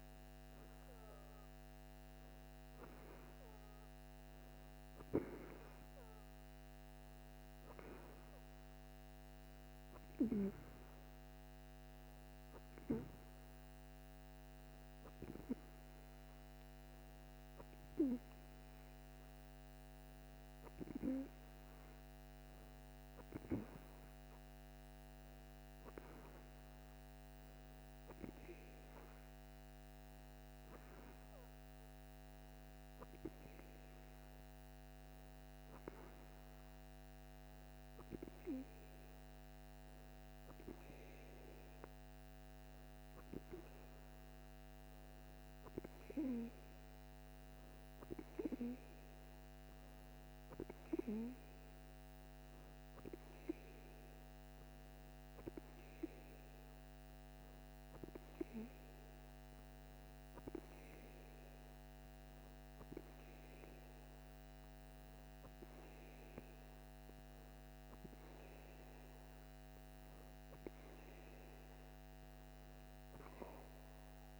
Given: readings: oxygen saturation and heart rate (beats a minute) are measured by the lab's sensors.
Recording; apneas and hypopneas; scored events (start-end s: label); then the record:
breathing in sleep by a microphone on the trachea; none
0.50-4.00 s: arousal
From the record:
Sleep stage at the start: N2 (light sleep); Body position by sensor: on the back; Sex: female